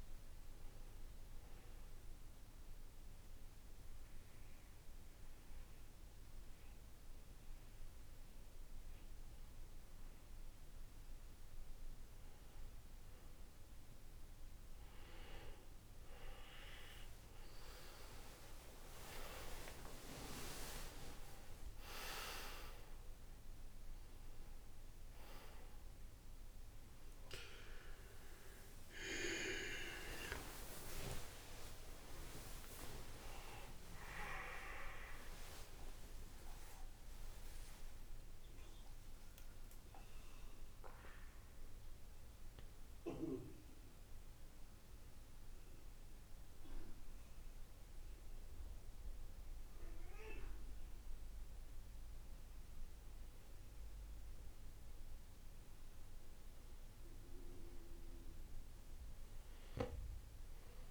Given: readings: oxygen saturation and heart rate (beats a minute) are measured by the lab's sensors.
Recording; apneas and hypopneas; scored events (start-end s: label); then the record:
breathing in sleep by a room microphone; 2
0.00-12.00 s: oxygen desaturation (device-marked, oxygen 90% lowest, heart rate 65 extreme)
1.00-11.50 s: obstructive apnea (oxygen 99% before, 90% lowest, heart rate 69 before, 65 extreme, up 8 after)
16.00-19.50 s: arousal
17.00-30.00 s: oxygen desaturation (device-marked, oxygen 98% before, 93% lowest, heart rate 72 before, 59 extreme)
27.00-60.91 s: new sleep stage, N1 (lightest sleep)
32.00-36.00 s: arousal
38.00-56.50 s: hypopnea (oxygen 98% before, 91% lowest, heart rate 79 before, 59 extreme, up 4 after)
54.00-60.91 s: oxygen desaturation (device-marked, oxygen 98% before, 93% lowest, heart rate 72 before, 59 extreme)
From the record:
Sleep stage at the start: N2 (light sleep); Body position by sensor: on the back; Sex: male